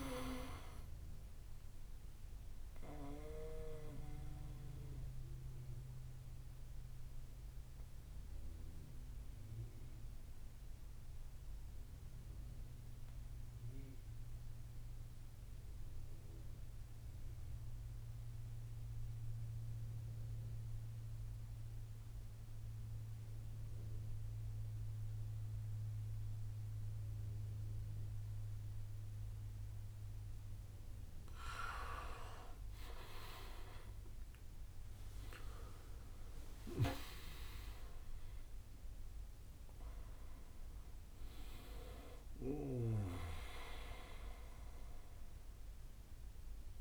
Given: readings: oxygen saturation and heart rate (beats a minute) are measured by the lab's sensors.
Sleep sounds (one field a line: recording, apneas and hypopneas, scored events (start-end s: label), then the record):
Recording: breathing in sleep by a room microphone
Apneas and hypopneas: 1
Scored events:
0.00-2.00 s: bradycardia (device-marked, heart rate 58 extreme)
0.00-6.00 s: oxygen desaturation (device-marked, oxygen 90% lowest, heart rate 56 extreme)
2.50-30.00 s: obstructive apnea (oxygen 99% before, 89% lowest, heart rate 64 before, 54 extreme, up 7 after)
5.00-18.00 s: bradycardia (device-marked, heart rate 67 before, 56 extreme)
28.00-46.81 s: oxygen desaturation (device-marked, oxygen 98% before, 89% lowest, heart rate 59 before, 54 extreme)
32.50-37.50 s: arousal
38.00-40.00 s: long interval between heartbeats (device-marked, heart rate 63 before, 77 extreme)
44.00-46.81 s: bradycardia (device-marked, heart rate 68 before, 54 extreme)
From the record:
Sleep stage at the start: N2 (light sleep)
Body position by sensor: on the back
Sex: male